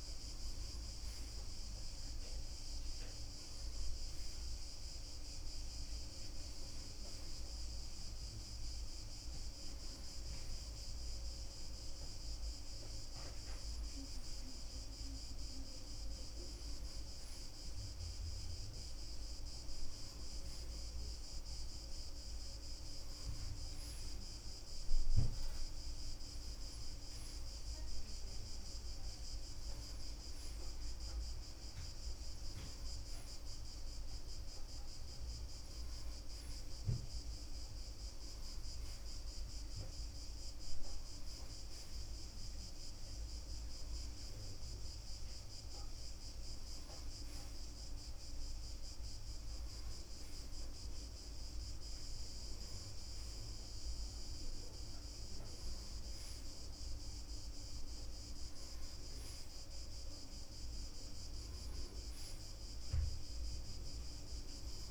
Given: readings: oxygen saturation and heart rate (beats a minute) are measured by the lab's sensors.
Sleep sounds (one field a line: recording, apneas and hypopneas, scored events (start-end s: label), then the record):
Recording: breathing in sleep, hard to hear, by a room microphone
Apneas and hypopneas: none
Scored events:
none scored
From the record:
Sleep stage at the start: N1 (lightest sleep)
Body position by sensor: on the front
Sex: male